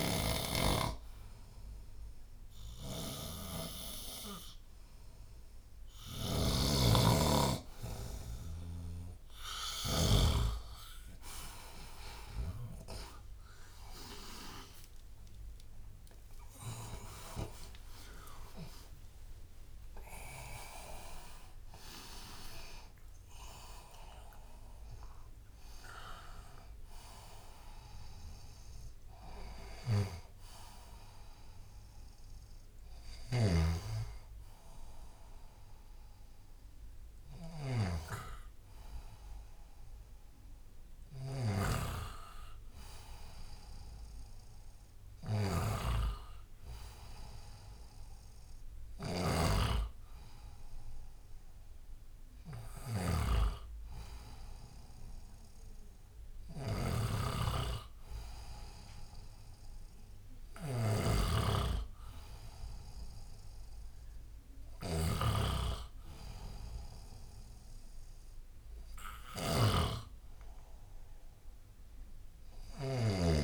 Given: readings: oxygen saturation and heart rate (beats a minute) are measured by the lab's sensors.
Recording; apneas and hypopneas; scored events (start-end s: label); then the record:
a person partly awake in a sleep study, by a room microphone; none
4.50-21.50 s: oxygen desaturation (device-marked, oxygen 98% before, 94% lowest, heart rate 75 before, 75 extreme)
6.00-10.00 s: snoring (device-marked)
6.50-36.50 s: new sleep stage, awake
18.50-21.50 s: tachycardia (device-marked, heart rate 81 before, 100 extreme)
33.00-73.44 s: snoring (device-marked)
36.50-73.44 s: new sleep stage, N1 (lightest sleep)
From the record:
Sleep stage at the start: N2 (light sleep); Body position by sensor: on the left side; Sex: male